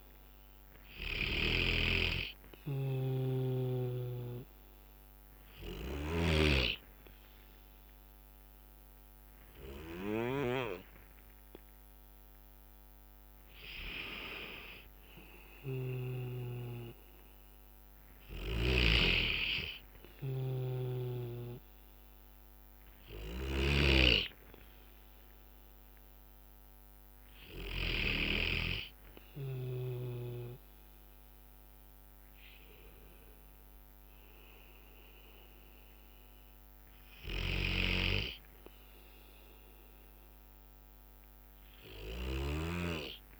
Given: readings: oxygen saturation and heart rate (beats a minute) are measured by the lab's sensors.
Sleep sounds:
breathing in sleep by a microphone on the trachea; 1
0.00-2.00 s: snoring (device-marked)
4.00-14.00 s: obstructive apnea (oxygen 98% before, 94% lowest, heart rate 64 before, 59 extreme, up 7 after)
15.00-19.00 s: arousal
15.50-19.00 s: snoring (device-marked)
19.00-21.00 s: bradycardia (device-marked, heart rate 65 before, 62 extreme)
23.50-28.50 s: snoring (device-marked)
39.00-43.00 s: bradycardia (device-marked, heart rate 65 before, 59 extreme)
From the record:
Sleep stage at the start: N2 (light sleep); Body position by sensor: on the back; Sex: male

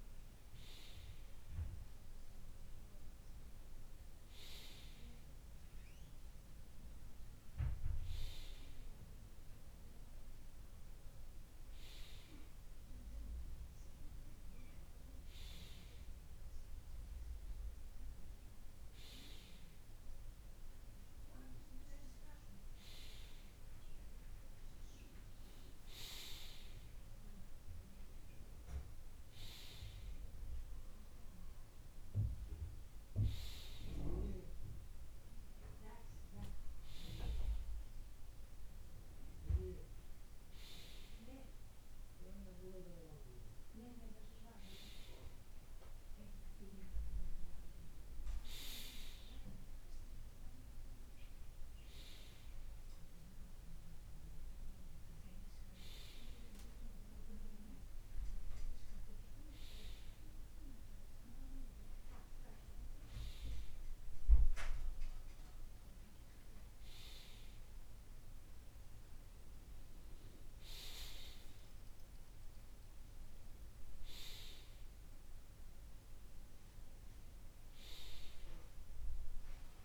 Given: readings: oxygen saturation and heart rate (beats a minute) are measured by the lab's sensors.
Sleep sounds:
breathing in sleep by a room microphone; none
none scored
From the record:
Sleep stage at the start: N2 (light sleep); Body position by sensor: on the right side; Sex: male

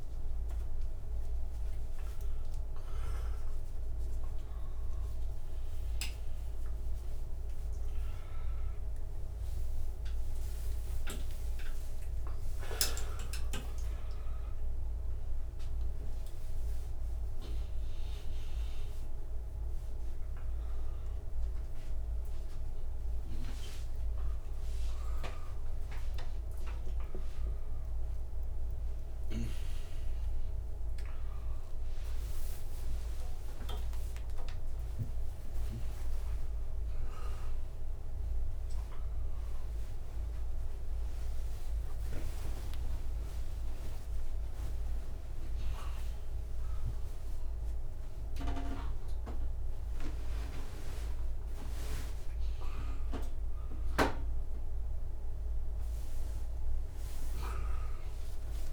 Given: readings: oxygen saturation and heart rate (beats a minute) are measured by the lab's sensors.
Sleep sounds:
a person awake in a sleep study, by a room microphone; none
14.50-29.50 s: oxygen desaturation (device-marked, oxygen 99% before, 93% lowest, heart rate 101 before, 82 extreme)
From the record:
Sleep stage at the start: awake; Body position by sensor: on the back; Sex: male

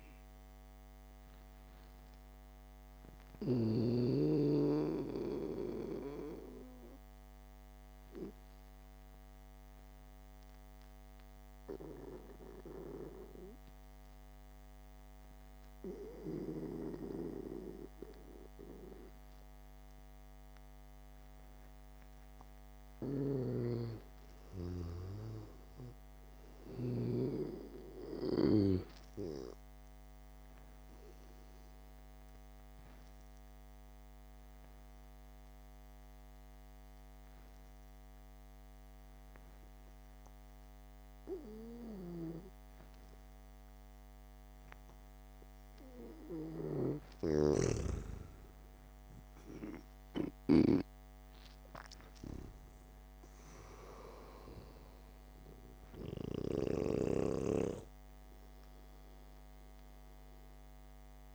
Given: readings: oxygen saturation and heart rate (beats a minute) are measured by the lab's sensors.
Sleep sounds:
breathing in sleep by a microphone on the trachea; 2
0.00-3.50 s: oxygen desaturation (device-marked, oxygen 93% lowest, heart rate 58 extreme)
8.50-23.50 s: obstructive apnea (oxygen 98% before, 92% lowest, heart rate 63 before, 58 extreme, up 7 after)
24.00-28.00 s: snoring (device-marked)
25.50-29.50 s: arousal
33.50-38.50 s: oxygen desaturation (device-marked, oxygen 98% before, 94% lowest, heart rate 70 before, 64 extreme)
34.50-48.00 s: hypopnea (oxygen 99% before, 92% lowest, heart rate 69 before, 64 extreme, up 3 after)
49.50-53.00 s: arousal
52.50-61.35 s: oxygen desaturation (device-marked, oxygen 97% before, 93% lowest, heart rate 66 before, 62 extreme)
From the record:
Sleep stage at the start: N2 (light sleep); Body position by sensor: on the back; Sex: male

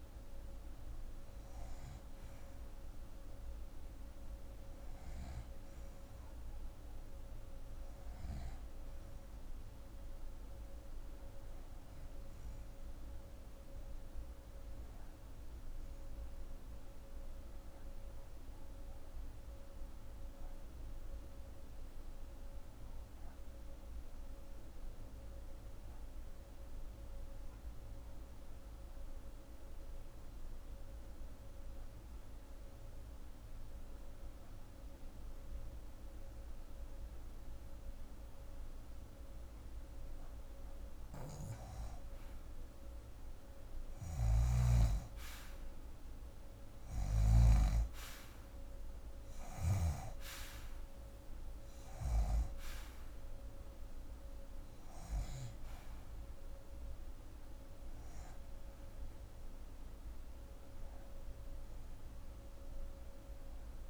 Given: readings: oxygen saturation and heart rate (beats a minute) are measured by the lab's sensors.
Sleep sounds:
breathing in sleep by a room microphone; 1
0.00-17.00 s: oxygen desaturation (device-marked, oxygen 74% lowest)
14.00-40.00 s: hypopnea (oxygen 78% before, 74% lowest, heart rate 133 before, 25 extreme)
29.00-63.90 s: oxygen desaturation (device-marked, oxygen 94% before, 74% lowest)
42.00-47.00 s: arousal
43.50-47.00 s: snoring (device-marked)
From the record:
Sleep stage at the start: REM sleep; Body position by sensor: on the left side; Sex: female

